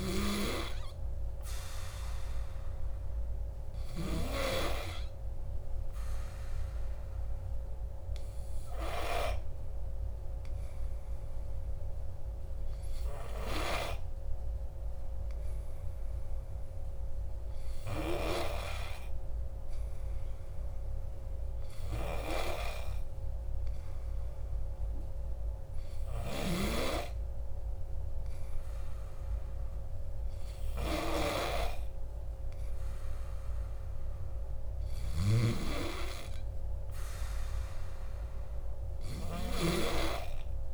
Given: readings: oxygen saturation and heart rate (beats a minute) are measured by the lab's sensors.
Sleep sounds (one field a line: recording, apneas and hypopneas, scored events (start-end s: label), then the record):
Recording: breathing in sleep by a room microphone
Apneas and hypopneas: 1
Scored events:
4.50-17.00 s: hypopnea (oxygen 97% before, 95% lowest, heart rate 58 before, 59 extreme, up 0 after)
19.00-22.00 s: arousal
From the record:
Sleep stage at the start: N2 (light sleep)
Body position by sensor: on the back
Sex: male